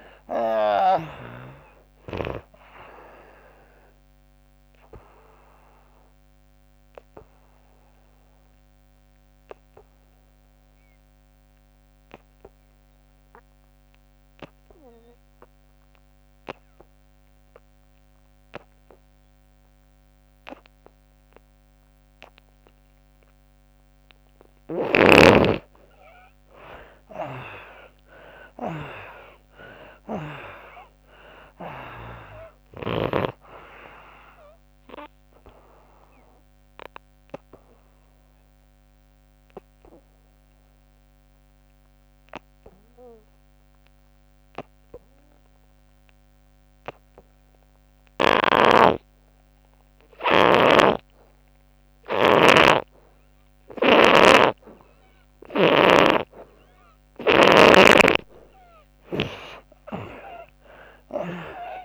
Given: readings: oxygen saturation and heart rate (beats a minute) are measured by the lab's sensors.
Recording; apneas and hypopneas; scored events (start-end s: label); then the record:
breathing in sleep by a microphone on the trachea; 2
2.00-22.00 s: oxygen desaturation (device-marked, oxygen 94% before, 76% lowest, heart rate 72 before, 65 extreme)
4.00-23.50 s: obstructive apnea (oxygen 97% before, 76% lowest, heart rate 75 before, 65 extreme, up 21 after)
26.00-29.50 s: arousal
31.00-46.00 s: oxygen desaturation (device-marked, oxygen 97% before, 77% lowest, heart rate 69 before, 64 extreme)
34.50-57.50 s: obstructive apnea (oxygen 97% before, 77% lowest, heart rate 73 before, 64 extreme, up 33 after)
48.00-57.50 s: snoring (device-marked)
60.50-61.85 s: arousal
From the record:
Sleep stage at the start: N2 (light sleep); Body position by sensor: on the back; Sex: female